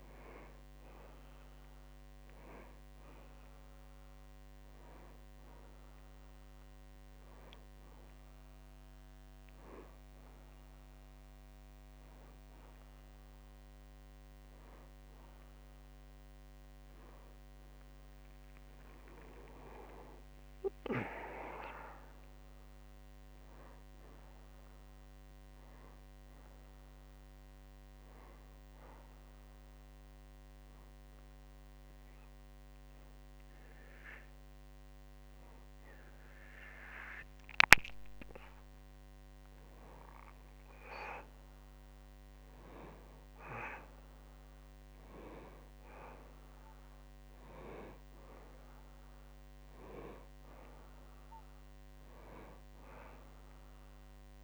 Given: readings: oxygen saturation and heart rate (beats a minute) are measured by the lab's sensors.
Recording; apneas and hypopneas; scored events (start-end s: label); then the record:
breathing in sleep by a microphone on the trachea; 1
4.50-22.50 s: oxygen desaturation (device-marked, oxygen 95% before, 92% lowest, heart rate 68 before, 57 extreme)
23.00-26.00 s: arousal
28.50-39.50 s: hypopnea (oxygen 95% before, 92% lowest, heart rate 73 before, 63 extreme, up 2 after)
41.50-44.50 s: arousal
From the record:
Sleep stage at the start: N1 (lightest sleep); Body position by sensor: on the back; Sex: male